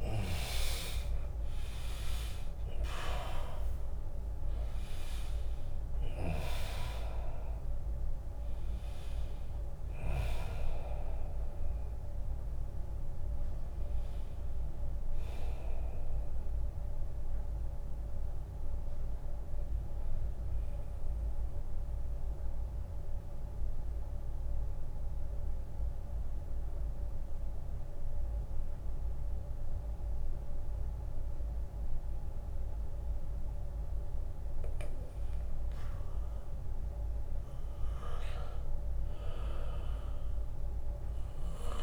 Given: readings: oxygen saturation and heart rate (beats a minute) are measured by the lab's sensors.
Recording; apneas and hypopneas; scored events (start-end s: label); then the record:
breathing in sleep by a room microphone; 1
0.00-12.50 s: drop in pulse transit time (device-marked, heart rate 81 extreme)
0.00-23.50 s: oxygen desaturation (device-marked, oxygen 83% lowest, heart rate 76 extreme)
21.00-34.50 s: central apnea (oxygen 98% before, 82% lowest, heart rate 83 before, 64 extreme, up 8 after)
37.00-41.00 s: arousal
From the record:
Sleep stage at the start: N2 (light sleep); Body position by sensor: on the back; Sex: male